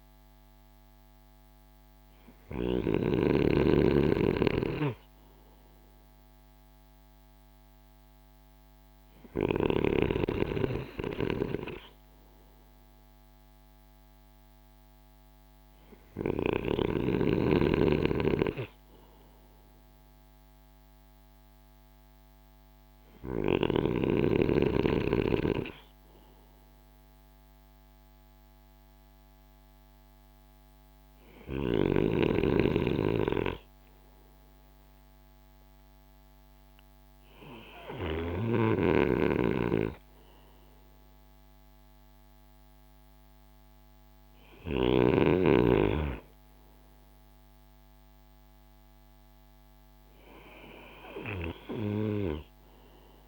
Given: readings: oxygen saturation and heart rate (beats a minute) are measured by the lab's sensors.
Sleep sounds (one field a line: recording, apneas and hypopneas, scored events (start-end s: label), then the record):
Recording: breathing in sleep by a microphone on the trachea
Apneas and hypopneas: none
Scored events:
none scored
From the record:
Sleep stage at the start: N2 (light sleep)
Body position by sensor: on the right side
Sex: male